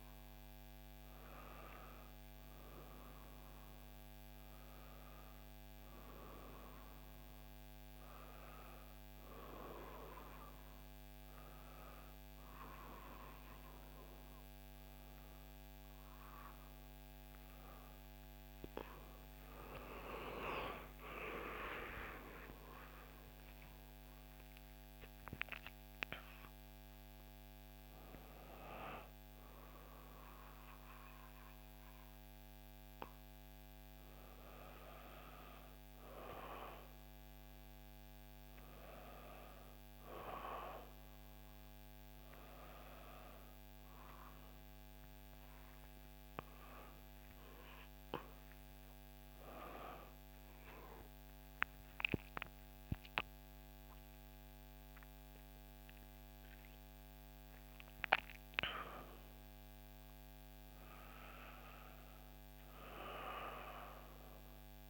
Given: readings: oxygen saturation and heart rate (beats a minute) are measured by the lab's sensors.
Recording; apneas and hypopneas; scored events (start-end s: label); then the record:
a person awake in a sleep study, by a microphone on the trachea; none
none scored
From the record:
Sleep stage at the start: awake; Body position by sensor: on the back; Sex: female